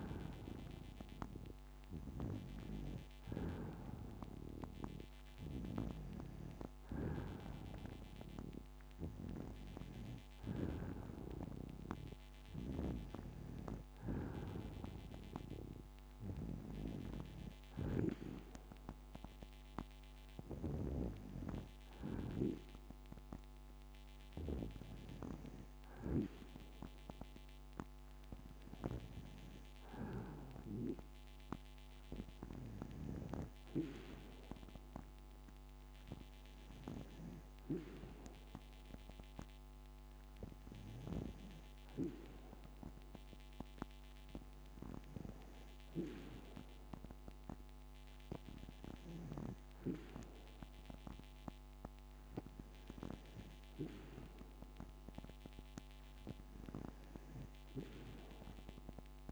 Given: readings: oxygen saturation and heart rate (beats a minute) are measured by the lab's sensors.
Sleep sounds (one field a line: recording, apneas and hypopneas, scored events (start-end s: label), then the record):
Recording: breathing in sleep by a microphone on the trachea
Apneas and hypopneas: none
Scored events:
none scored
From the record:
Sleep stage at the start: N2 (light sleep)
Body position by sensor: on the back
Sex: female